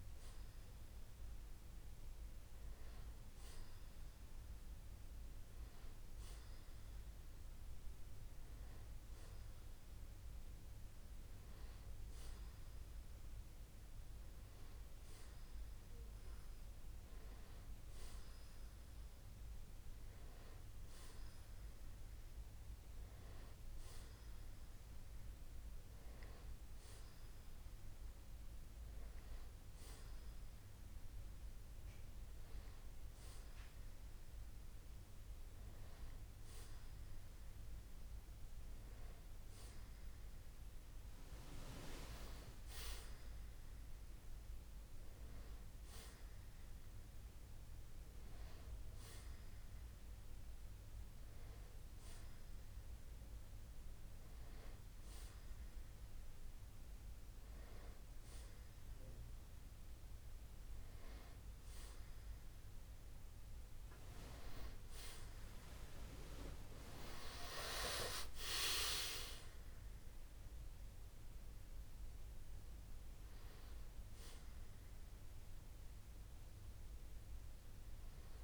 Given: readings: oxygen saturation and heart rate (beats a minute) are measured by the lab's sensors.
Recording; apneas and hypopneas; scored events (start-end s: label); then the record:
breathing in sleep by a room microphone; none
67.50-71.50 s: arousal
From the record:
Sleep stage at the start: N2 (light sleep); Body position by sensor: on the back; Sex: male